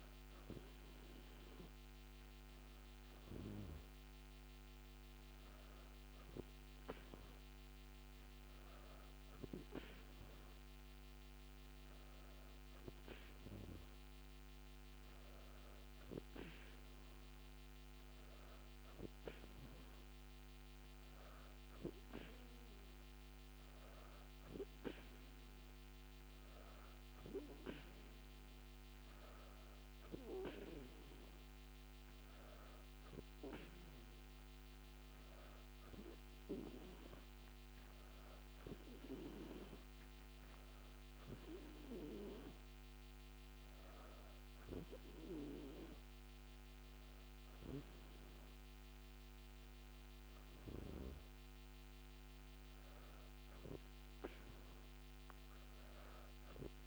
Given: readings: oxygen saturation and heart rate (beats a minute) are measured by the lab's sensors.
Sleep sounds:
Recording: breathing in sleep by a microphone on the trachea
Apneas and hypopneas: none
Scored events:
none scored
From the record:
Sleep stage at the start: N2 (light sleep)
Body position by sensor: on the back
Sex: female

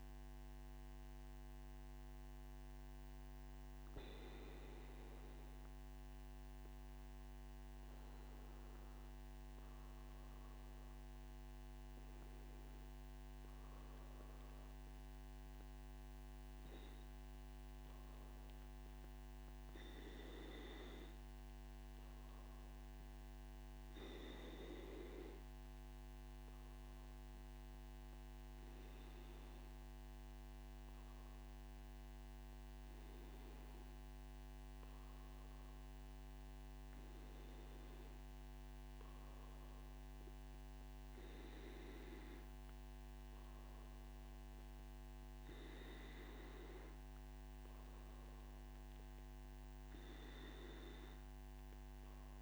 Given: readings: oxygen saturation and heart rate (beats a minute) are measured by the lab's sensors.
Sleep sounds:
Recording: breathing in sleep by a microphone on the trachea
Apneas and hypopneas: none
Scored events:
0.00-9.00 s: oxygen desaturation (device-marked, oxygen 94% lowest, heart rate 56 extreme)
From the record:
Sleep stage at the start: N2 (light sleep)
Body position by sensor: on the back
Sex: male

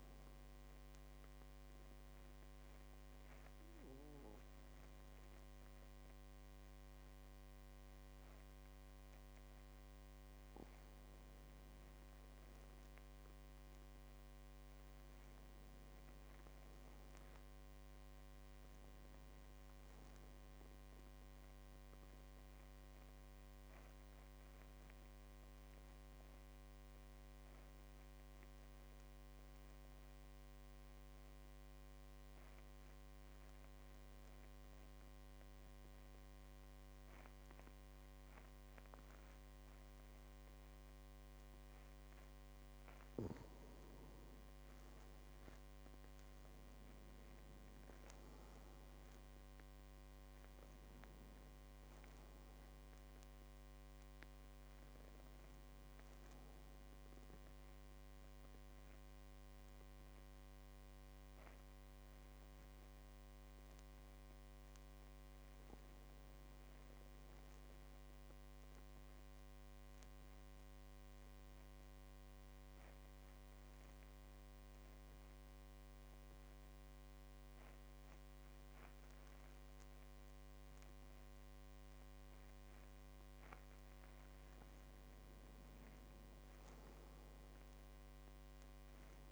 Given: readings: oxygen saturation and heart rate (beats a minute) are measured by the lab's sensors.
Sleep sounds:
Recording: breathing in sleep, hard to hear, by a microphone on the trachea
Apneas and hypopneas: 3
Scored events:
0.00-17.00 s: oxygen desaturation (device-marked, oxygen 94% lowest, heart rate 48 extreme)
1.00-11.00 s: mixed apnea (oxygen 98% before, 91% lowest, heart rate 51 before, 48 extreme, up 8 after)
14.50-18.00 s: arousal
22.50-42.00 s: obstructive apnea (oxygen 98% before, 91% lowest, heart rate 53 before, 46 extreme, up 8 after)
43.00-68.00 s: oxygen desaturation (device-marked, oxygen 98% before, 91% lowest, heart rate 50 before, 46 extreme)
44.00-47.00 s: arousal
68.50-83.50 s: obstructive apnea (oxygen 98% before, 92% lowest, heart rate 53 before, 46 extreme, up 7 after)
82.00-89.32 s: oxygen desaturation (device-marked, oxygen 99% before, 92% lowest, heart rate 48 before, 46 extreme)
85.50-89.32 s: arousal
From the record:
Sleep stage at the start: N2 (light sleep)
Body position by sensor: on the back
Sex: male

